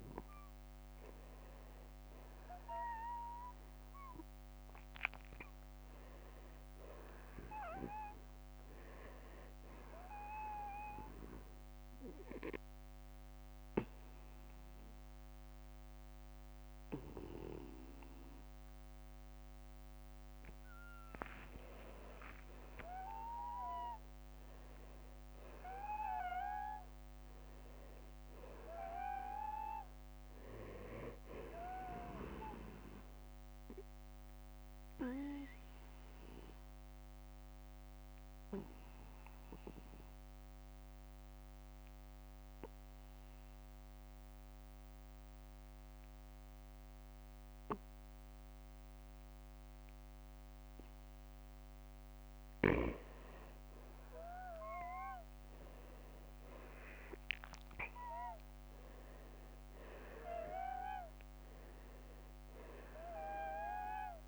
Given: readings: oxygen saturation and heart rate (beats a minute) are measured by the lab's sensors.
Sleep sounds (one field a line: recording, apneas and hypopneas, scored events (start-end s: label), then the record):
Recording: breathing in sleep by a microphone on the trachea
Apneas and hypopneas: 2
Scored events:
0.00-3.50 s: arousal
10.00-21.00 s: obstructive apnea (oxygen 96% before, 88% lowest, heart rate 55 before, 54 extreme, up 3 after)
12.50-14.50 s: long interval between heartbeats (device-marked, heart rate 57 before, 57 extreme)
14.50-29.50 s: oxygen desaturation (device-marked, oxygen 95% before, 91% lowest, heart rate 58 before, 46 extreme)
16.50-18.50 s: long interval between heartbeats (device-marked, heart rate 58 before, 58 extreme)
22.00-28.00 s: arousal
33.00-52.00 s: obstructive apnea (oxygen 96% before, 85% lowest, heart rate 59 before, 46 extreme, up 25 after)
43.00-45.00 s: long interval between heartbeats (device-marked, heart rate 57 before, 54 extreme)
44.50-55.50 s: oxygen desaturation (device-marked, oxygen 94% before, 90% lowest, heart rate 57 before, 50 extreme)
54.00-58.50 s: arousal
From the record:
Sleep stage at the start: N2 (light sleep)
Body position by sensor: on the back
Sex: male